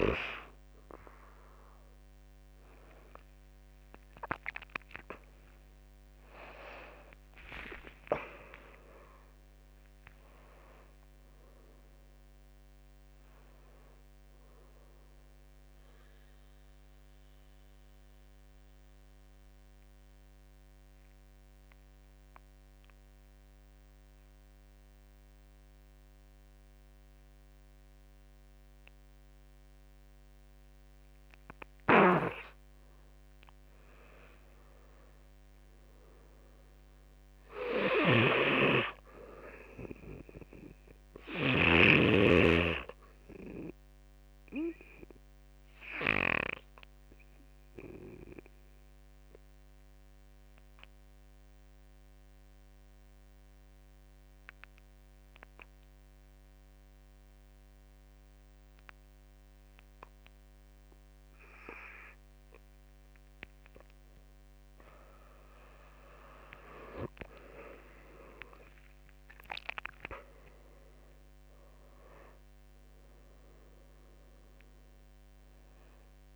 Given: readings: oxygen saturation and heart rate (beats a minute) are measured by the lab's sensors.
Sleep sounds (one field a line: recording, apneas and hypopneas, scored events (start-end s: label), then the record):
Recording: breathing in sleep by a microphone on the trachea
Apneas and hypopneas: 2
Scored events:
0.00-8.00 s: oxygen desaturation (device-marked, oxygen 89% lowest, heart rate 47 extreme)
4.00-9.00 s: arousal
6.00-19.00 s: drop in pulse transit time (device-marked, heart rate 61 before, 54 extreme)
16.00-32.50 s: mixed apnea (oxygen 99% before, 89% lowest, heart rate 70 before, 47 extreme, up 10 after)
34.50-38.00 s: arousal
35.00-59.00 s: oxygen desaturation (device-marked, oxygen 98% before, 89% lowest, heart rate 52 before, 47 extreme)
37.50-41.50 s: snoring (device-marked)
45.00-62.00 s: obstructive apnea (oxygen 99% before, 86% lowest, heart rate 53 before, 44 extreme, up 14 after)
64.00-76.36 s: oxygen desaturation (device-marked, oxygen 98% before, 92% lowest, heart rate 53 before, 44 extreme)
66.00-76.36 s: drop in pulse transit time (device-marked, heart rate 53 before, 57 extreme)
67.00-71.00 s: arousal
From the record:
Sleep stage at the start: N2 (light sleep)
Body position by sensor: on the back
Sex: male